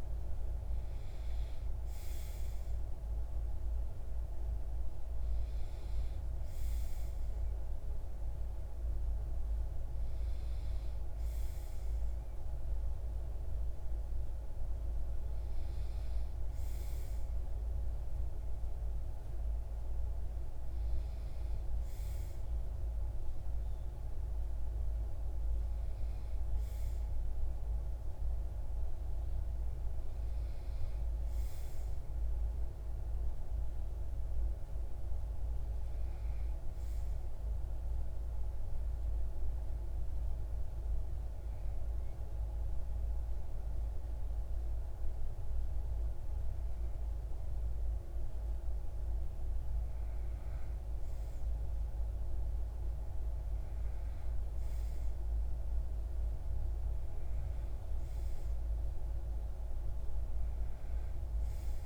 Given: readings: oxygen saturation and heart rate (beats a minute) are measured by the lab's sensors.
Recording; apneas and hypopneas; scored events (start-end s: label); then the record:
breathing in sleep, hard to hear, by a room microphone; 1
34.50-48.00 s: hypopnea (oxygen 96% before, 94% lowest)
49.50-55.00 s: arousal
From the record:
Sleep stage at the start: REM sleep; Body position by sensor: on the back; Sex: male